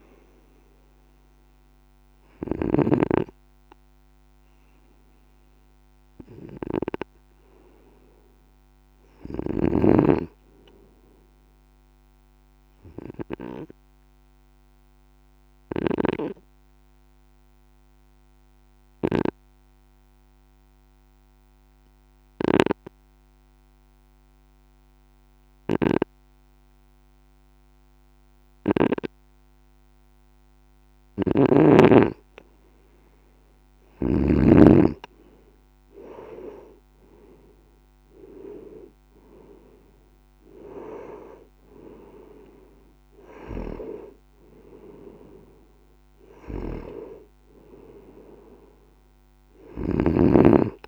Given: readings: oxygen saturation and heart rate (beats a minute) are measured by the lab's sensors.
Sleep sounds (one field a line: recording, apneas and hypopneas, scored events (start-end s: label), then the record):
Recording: breathing in sleep by a microphone on the trachea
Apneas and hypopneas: 1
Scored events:
0.00-3.00 s: snoring (device-marked)
4.50-8.50 s: arousal
14.00-31.00 s: obstructive apnea (oxygen 96% before, 92% lowest, heart rate 56 before, 54 extreme, up 8 after)
22.00-29.00 s: snoring (device-marked)
31.00-34.50 s: snoring (device-marked)
33.00-36.00 s: arousal
49.50-50.87 s: snoring (device-marked)
From the record:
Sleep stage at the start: N2 (light sleep)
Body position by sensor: on the right side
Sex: male